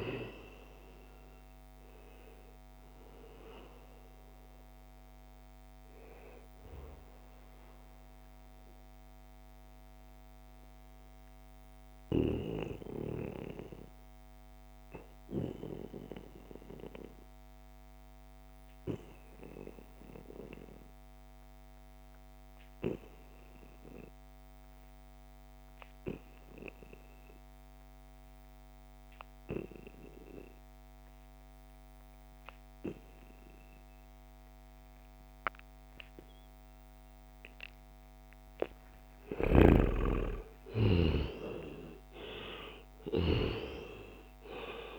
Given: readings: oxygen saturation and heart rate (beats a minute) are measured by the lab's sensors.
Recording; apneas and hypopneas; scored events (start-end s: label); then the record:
breathing in sleep by a microphone on the trachea; 1
0.00-15.00 s: oxygen desaturation (device-marked, oxygen 92% lowest, heart rate 64 extreme)
6.50-36.50 s: obstructive apnea (oxygen 97% before, 89% lowest, heart rate 75 before, 64 extreme, up 11 after)
31.00-44.99 s: oxygen desaturation (device-marked, oxygen 97% before, 89% lowest, heart rate 69 before, 64 extreme)
38.50-43.00 s: arousal
From the record:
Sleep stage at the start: N2 (light sleep); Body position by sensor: on the back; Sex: male